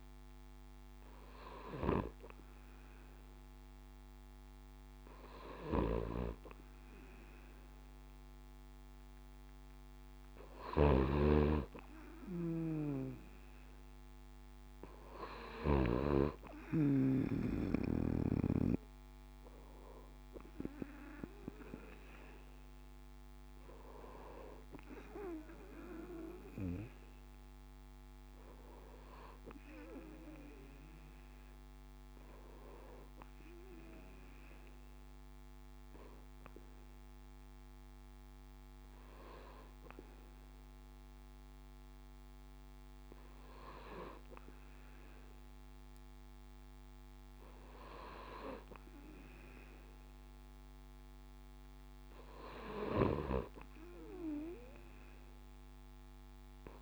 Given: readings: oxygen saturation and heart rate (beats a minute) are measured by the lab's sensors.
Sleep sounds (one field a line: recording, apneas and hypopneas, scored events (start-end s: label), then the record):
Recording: breathing in sleep by a microphone on the trachea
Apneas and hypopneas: none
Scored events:
10.50-16.00 s: snoring (device-marked)
From the record:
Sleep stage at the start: N2 (light sleep)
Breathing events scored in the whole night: 286 in 8.8 hours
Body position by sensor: on the right side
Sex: male